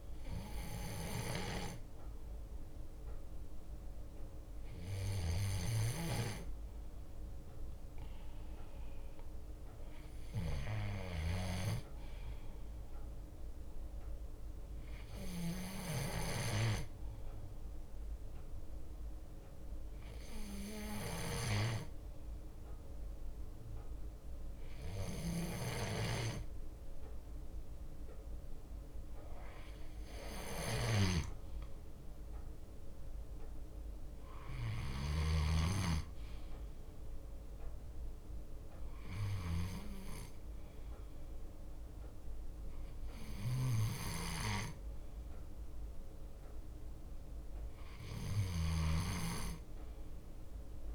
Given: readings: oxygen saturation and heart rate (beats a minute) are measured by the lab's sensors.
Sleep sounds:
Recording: breathing in sleep by a room microphone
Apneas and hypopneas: none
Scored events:
0.00-2.50 s: leg movement (device-marked)
4.50-10.00 s: leg movement (device-marked)
39.00-46.00 s: leg movement (device-marked)
From the record:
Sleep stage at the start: N2 (light sleep)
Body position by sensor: on the left side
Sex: male

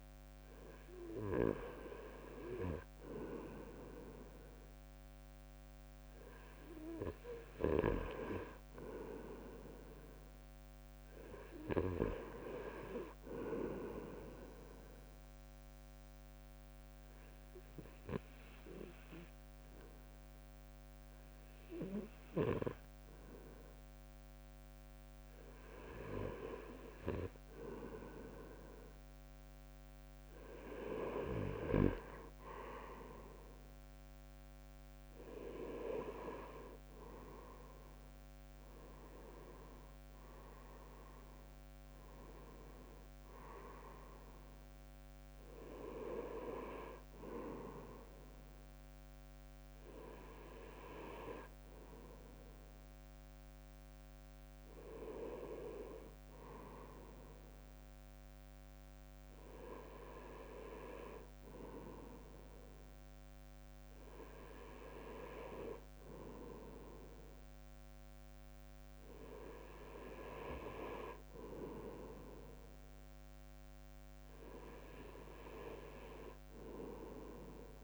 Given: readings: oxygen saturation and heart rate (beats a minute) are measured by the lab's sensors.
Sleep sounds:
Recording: breathing in sleep by a microphone on the trachea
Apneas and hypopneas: 1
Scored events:
15.00-27.50 s: obstructive apnea (oxygen 97% before, 95% lowest, heart rate 61 before, 56 extreme, up 6 after)
33.50-38.50 s: arousal
From the record:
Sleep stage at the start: N2 (light sleep)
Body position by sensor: on the back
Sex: male

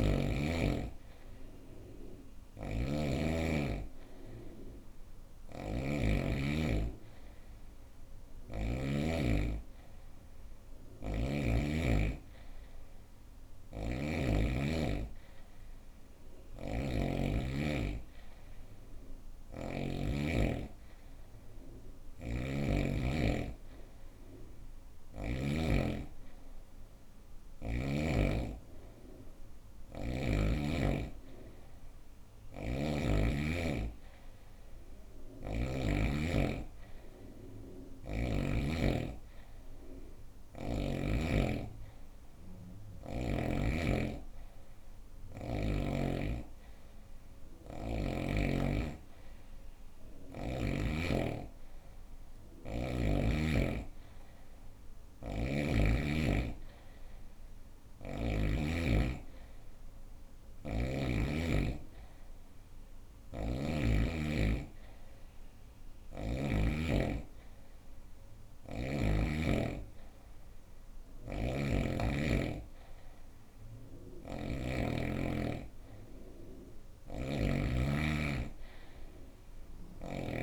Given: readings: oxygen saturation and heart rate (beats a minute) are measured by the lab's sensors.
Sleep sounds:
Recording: breathing in sleep by a room microphone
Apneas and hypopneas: none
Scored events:
0.00-8.00 s: snoring (device-marked)
10.00-13.50 s: snoring (device-marked)
15.50-22.00 s: snoring (device-marked)
31.50-35.00 s: snoring (device-marked)
59.50-63.00 s: snoring (device-marked)
67.50-74.00 s: snoring (device-marked)
76.00-80.43 s: snoring (device-marked)
From the record:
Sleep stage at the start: N2 (light sleep)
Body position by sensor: on the right side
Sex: female

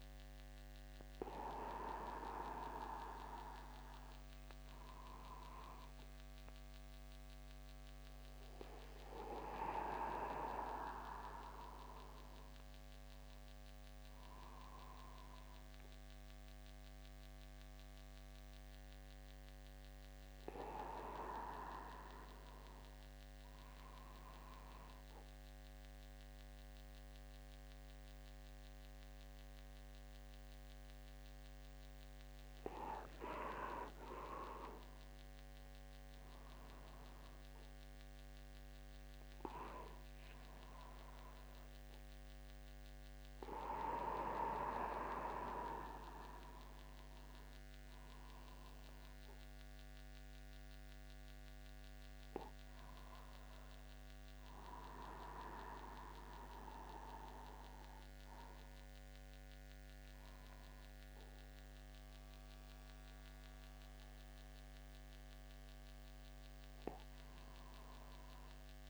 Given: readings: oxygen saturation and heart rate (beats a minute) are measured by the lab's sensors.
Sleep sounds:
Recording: a person awake in a sleep study, by a microphone on the trachea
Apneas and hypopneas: none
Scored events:
6.00-8.00 s: long interval between heartbeats (device-marked, heart rate 68 before, 59 extreme)
39.00-68.90 s: new sleep stage, N1 (lightest sleep)
40.00-42.00 s: long interval between heartbeats (device-marked, heart rate 51 before, 68 extreme)
From the record:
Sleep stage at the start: awake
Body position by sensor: upright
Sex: male

